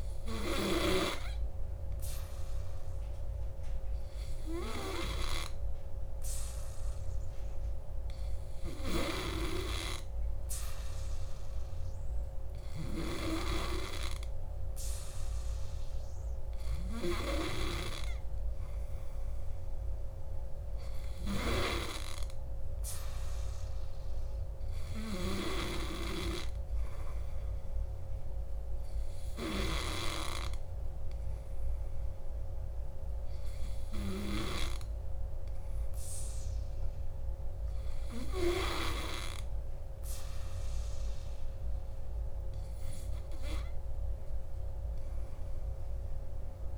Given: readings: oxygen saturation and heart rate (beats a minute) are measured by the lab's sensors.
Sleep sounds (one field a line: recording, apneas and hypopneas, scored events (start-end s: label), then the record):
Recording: breathing in sleep by a room microphone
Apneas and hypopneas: none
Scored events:
none scored
From the record:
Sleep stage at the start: N2 (light sleep)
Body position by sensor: on the back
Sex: male